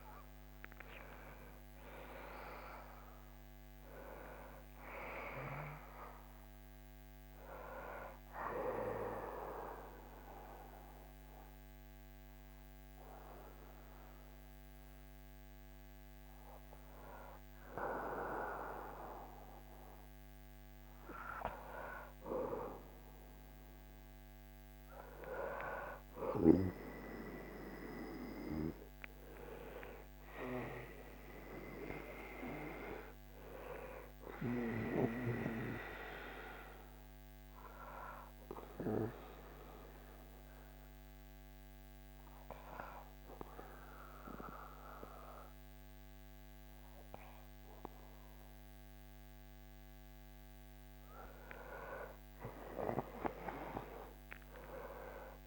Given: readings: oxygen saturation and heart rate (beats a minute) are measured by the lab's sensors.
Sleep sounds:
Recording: breathing in sleep by a microphone on the trachea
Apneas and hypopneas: 2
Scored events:
9.50-19.50 s: hypopnea (oxygen 100% before, 96% lowest, heart rate 79 before, 67 extreme, up 3 after)
15.00-55.47 s: new sleep stage, N2 (light sleep)
21.50-27.00 s: arousal
28.00-47.00 s: oxygen desaturation (device-marked, oxygen 99% before, 96% lowest, heart rate 71 before, 67 extreme)
36.00-50.00 s: hypopnea (oxygen 99% before, 96% lowest, heart rate 73 before, 69 extreme, up 8 after)
52.50-55.47 s: arousal
From the record:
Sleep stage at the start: N1 (lightest sleep)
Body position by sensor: on the back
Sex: male

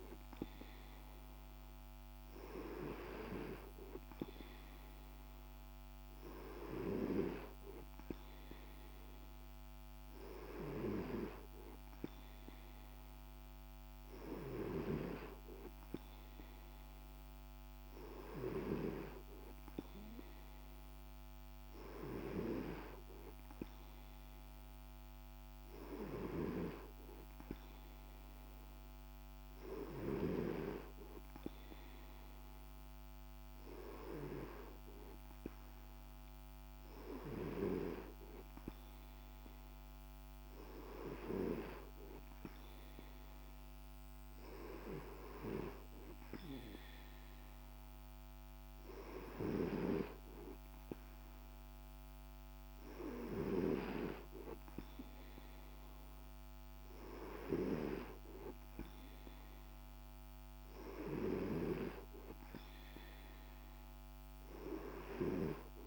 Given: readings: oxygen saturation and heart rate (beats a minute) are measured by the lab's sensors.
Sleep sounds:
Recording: breathing in sleep by a microphone on the trachea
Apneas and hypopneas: none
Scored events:
none scored
From the record:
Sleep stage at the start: N2 (light sleep)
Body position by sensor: on the right side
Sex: male

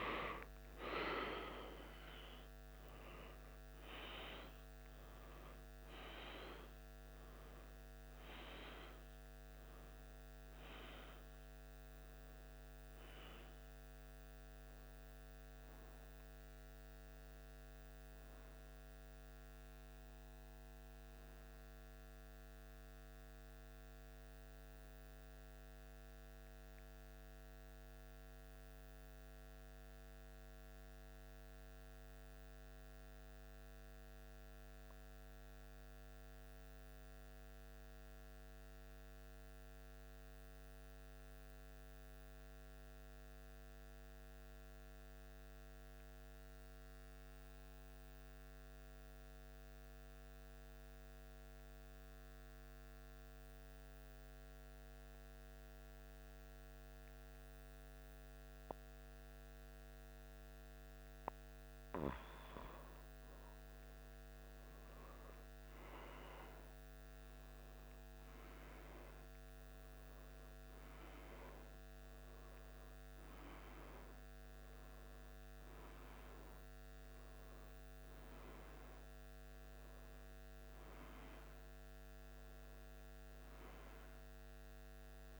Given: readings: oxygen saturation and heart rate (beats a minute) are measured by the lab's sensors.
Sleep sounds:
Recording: breathing in sleep by a microphone on the trachea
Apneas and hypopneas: 1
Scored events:
19.50-23.00 s: arousal
25.00-60.50 s: mixed apnea (oxygen 96% before, 94% lowest, heart rate 77 before, 72 extreme, up 4 after)
29.00-85.40 s: new sleep stage, N2 (light sleep)
63.50-68.00 s: arousal
From the record:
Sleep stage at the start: N1 (lightest sleep)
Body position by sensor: on the back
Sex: male

